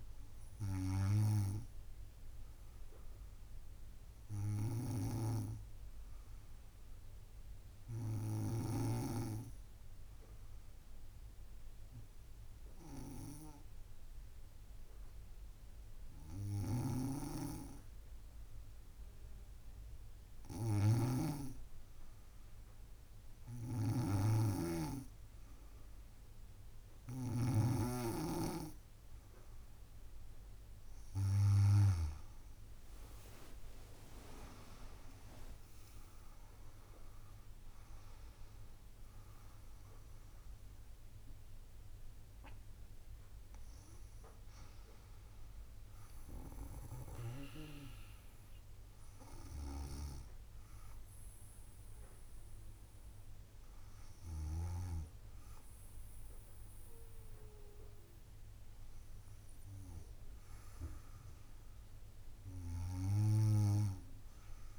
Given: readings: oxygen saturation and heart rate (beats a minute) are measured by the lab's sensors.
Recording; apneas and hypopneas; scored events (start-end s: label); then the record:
breathing in sleep by a room microphone; 1
0.00-2.50 s: arousal
6.00-21.00 s: obstructive apnea (oxygen 97% before, 93% lowest, heart rate 67 before, 66 extreme, up 3 after)
16.50-27.50 s: snoring (device-marked)
18.50-39.50 s: oxygen desaturation (device-marked, oxygen 96% before, 93% lowest, heart rate 68 before, 62 extreme)
30.00-35.50 s: arousal
32.00-36.00 s: leg movement (device-marked)
From the record:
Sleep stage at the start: N2 (light sleep); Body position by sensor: on the back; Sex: female